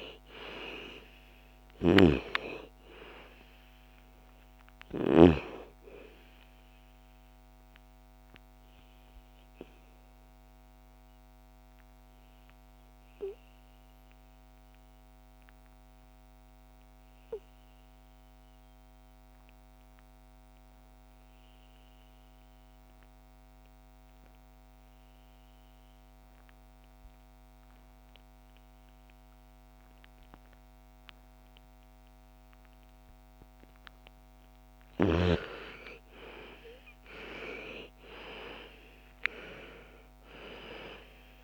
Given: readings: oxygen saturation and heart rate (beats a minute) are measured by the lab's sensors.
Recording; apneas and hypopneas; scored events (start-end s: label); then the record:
breathing in sleep by a microphone on the trachea; 1
0.00-5.00 s: snoring (device-marked)
0.00-19.50 s: oxygen desaturation (device-marked, oxygen 82% lowest, heart rate 54 extreme)
8.50-34.00 s: obstructive apnea (oxygen 99% before, 76% lowest, heart rate 64 before, 54 extreme, up 20 after)
30.50-41.44 s: oxygen desaturation (device-marked, oxygen 99% before, 80% lowest, heart rate 58 before, 55 extreme)
37.50-41.44 s: arousal
From the record:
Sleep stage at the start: N2 (light sleep); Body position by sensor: on the back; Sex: female